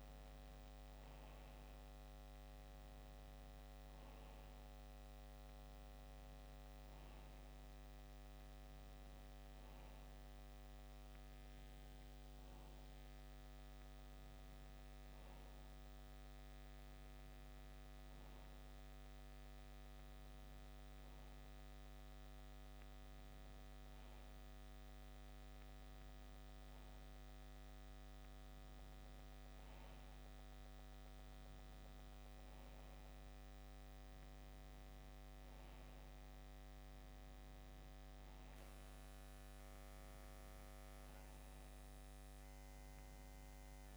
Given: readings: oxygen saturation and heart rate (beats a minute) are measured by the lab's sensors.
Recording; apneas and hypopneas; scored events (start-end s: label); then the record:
breathing in sleep, hard to hear, by a microphone on the trachea; none
0.00-8.50 s: oxygen desaturation (device-marked, oxygen 91% lowest, heart rate 65 extreme)
From the record:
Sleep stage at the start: N2 (light sleep); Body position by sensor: on the back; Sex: male